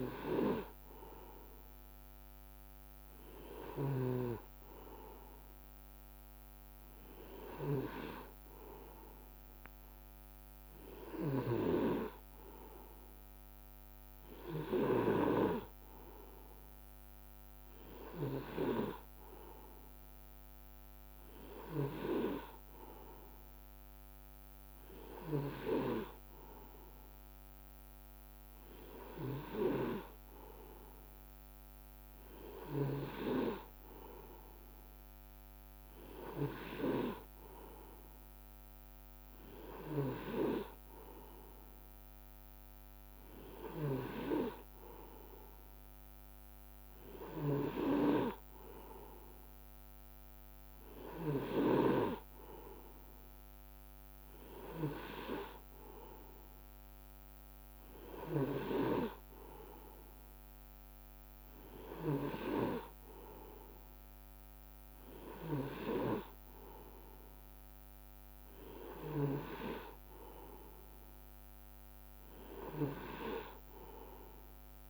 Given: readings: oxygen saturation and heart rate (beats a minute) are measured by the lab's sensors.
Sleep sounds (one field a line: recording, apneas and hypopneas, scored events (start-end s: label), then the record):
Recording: breathing in sleep by a microphone on the trachea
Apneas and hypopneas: none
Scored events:
none scored
From the record:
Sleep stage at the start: N2 (light sleep)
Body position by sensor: on the right side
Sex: male